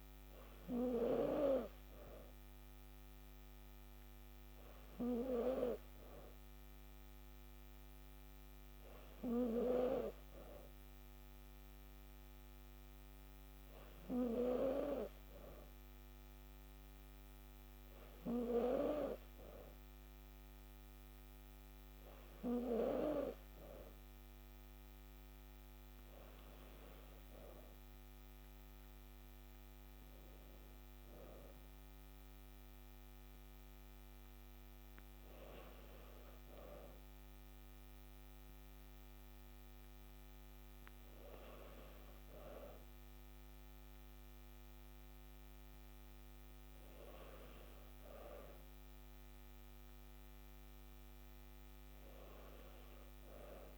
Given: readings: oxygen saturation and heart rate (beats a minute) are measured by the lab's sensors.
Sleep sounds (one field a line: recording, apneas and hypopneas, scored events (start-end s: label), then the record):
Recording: breathing in sleep by a microphone on the trachea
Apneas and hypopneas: none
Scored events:
none scored
From the record:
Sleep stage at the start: N3 (deep sleep)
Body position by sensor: on the back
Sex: female